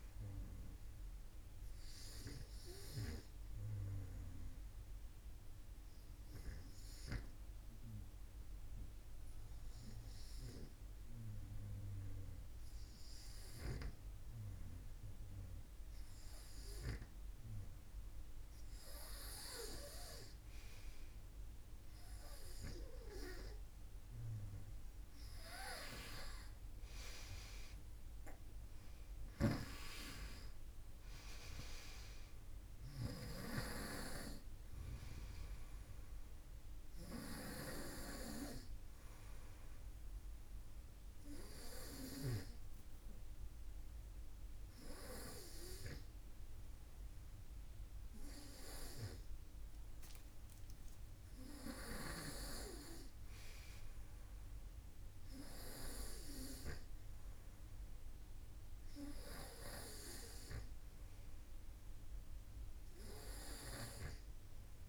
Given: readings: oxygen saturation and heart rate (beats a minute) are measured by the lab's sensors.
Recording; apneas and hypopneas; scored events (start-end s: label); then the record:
breathing in sleep by a room microphone; 1
2.00-13.00 s: obstructive apnea (oxygen 96% before, 94% lowest, heart rate 54 before, 52 extreme, up 2 after)
17.00-20.50 s: arousal
28.00-32.50 s: snoring (device-marked)
From the record:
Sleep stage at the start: N2 (light sleep); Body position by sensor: on the front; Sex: male